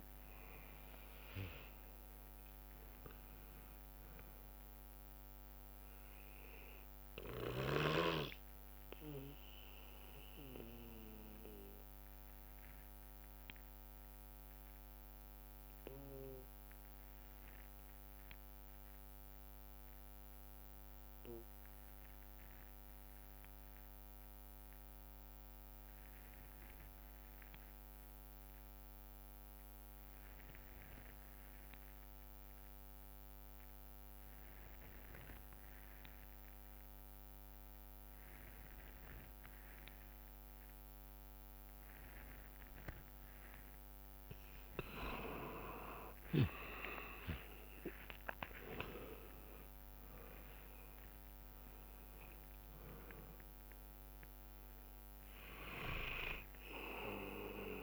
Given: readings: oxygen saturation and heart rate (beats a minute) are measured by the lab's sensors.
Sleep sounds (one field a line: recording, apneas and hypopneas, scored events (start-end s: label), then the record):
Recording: breathing in sleep by a microphone on the trachea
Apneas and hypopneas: 1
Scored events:
0.00-1.00 s: tachycardia (device-marked, heart rate 100 extreme)
0.00-2.00 s: arousal
0.00-7.00 s: drop in pulse transit time (device-marked, heart rate 65 extreme)
0.00-16.00 s: oxygen desaturation (device-marked, oxygen 86% lowest, heart rate 53 extreme)
6.00-12.00 s: bradycardia (device-marked, heart rate 67 before, 55 extreme)
8.50-43.50 s: obstructive apnea (oxygen 98% before, 86% lowest, heart rate 78 before, 52 extreme, up 22 after)
15.50-17.50 s: long interval between heartbeats (device-marked, heart rate 77 before, 62 extreme)
18.00-20.00 s: bradycardia (device-marked, heart rate 67 before, 66 extreme)
31.00-33.00 s: bradycardia (device-marked, heart rate 67 before, 61 extreme)
34.00-36.00 s: bradycardia (device-marked, heart rate 67 before, 59 extreme)
34.00-57.83 s: oxygen desaturation (device-marked, oxygen 99% before, 86% lowest, heart rate 62 before, 52 extreme)
47.00-49.00 s: long interval between heartbeats (device-marked, heart rate 61 before, 74 extreme)
47.00-51.00 s: arousal
47.00-57.83 s: drop in pulse transit time (device-marked, heart rate 61 before, 69 extreme)
56.00-57.83 s: bradycardia (device-marked, heart rate 67 before, 52 extreme)
From the record:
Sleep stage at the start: N2 (light sleep)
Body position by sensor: on the back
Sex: male